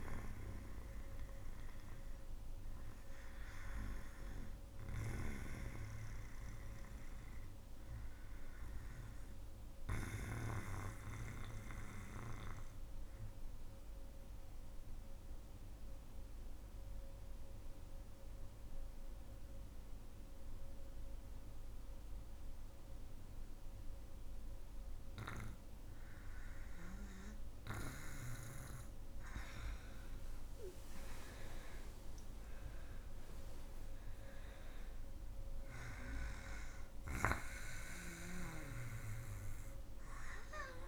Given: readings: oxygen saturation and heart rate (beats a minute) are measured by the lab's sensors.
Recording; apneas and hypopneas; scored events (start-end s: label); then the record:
breathing in sleep by a room microphone; 1
11.50-26.00 s: obstructive apnea (oxygen 98% before, 88% lowest, heart rate 66 before, 50 extreme, up 14 after)
26.00-40.88 s: new sleep stage, REM sleep
27.00-40.88 s: oxygen desaturation (device-marked, oxygen 96% before, 88% lowest, heart rate 59 before, 51 extreme)
29.00-34.50 s: arousal
From the record:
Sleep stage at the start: N2 (light sleep); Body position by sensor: on the back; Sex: female